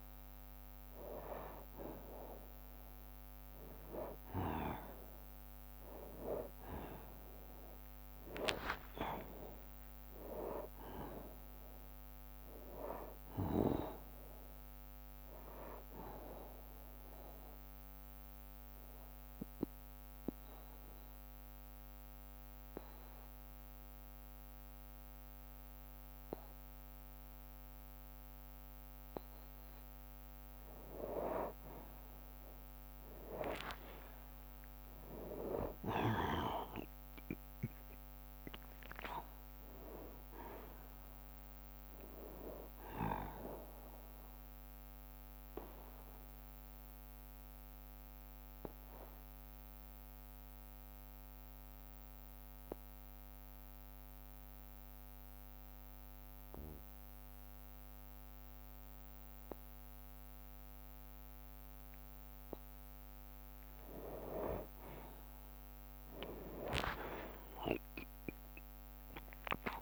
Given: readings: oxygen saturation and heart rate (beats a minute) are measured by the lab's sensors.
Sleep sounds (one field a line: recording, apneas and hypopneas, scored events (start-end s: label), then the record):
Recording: breathing in sleep by a microphone on the trachea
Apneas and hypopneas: 2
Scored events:
0.00-6.00 s: oxygen desaturation (device-marked, oxygen 93% lowest, heart rate 60 extreme)
4.00-6.00 s: long interval between heartbeats (device-marked, heart rate 66 before, 75 extreme)
7.50-12.50 s: arousal
10.50-12.50 s: long interval between heartbeats (device-marked, heart rate 69 before, 71 extreme)
13.50-15.50 s: long interval between heartbeats (device-marked, heart rate 70 before, 69 extreme)
17.50-28.50 s: obstructive apnea (oxygen 96% before, 88% lowest, heart rate 70 before, 60 extreme, up 5 after)
33.00-37.50 s: arousal
35.00-47.00 s: drop in pulse transit time (device-marked, heart rate 64 before, 65 extreme)
38.00-61.00 s: oxygen desaturation (device-marked, oxygen 96% before, 91% lowest, heart rate 64 before, 59 extreme)
45.00-61.50 s: obstructive apnea (oxygen 96% before, 88% lowest, heart rate 66 before, 59 extreme, up 8 after)
51.00-58.00 s: bradycardia (device-marked, heart rate 69 before, 59 extreme)
64.00-69.00 s: arousal
66.00-69.82 s: oxygen desaturation (device-marked, oxygen 97% before, 88% lowest, heart rate 62 before, 58 extreme)
67.00-69.82 s: drop in pulse transit time (device-marked, heart rate 61 before, 63 extreme)
From the record:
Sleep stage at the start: N2 (light sleep)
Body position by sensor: on the back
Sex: male